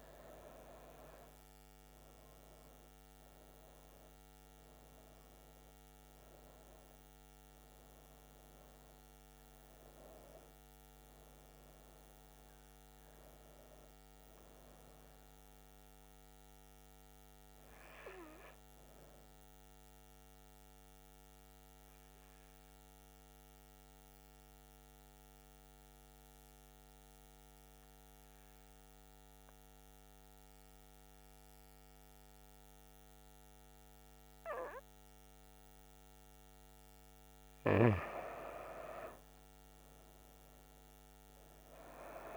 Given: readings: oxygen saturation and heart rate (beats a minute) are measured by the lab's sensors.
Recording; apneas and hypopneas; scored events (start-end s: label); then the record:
breathing in sleep by a microphone on the trachea; 1
0.00-13.50 s: oxygen desaturation (device-marked, oxygen 91% lowest, heart rate 67 extreme)
21.50-35.50 s: hypopnea (oxygen 97% before, 93% lowest, heart rate 77 before, 67 extreme, up 9 after)
38.50-42.37 s: oxygen desaturation (device-marked, oxygen 97% before, 93% lowest, heart rate 69 before, 67 extreme)
40.50-42.37 s: arousal
From the record:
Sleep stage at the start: N2 (light sleep); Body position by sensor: on the back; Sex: female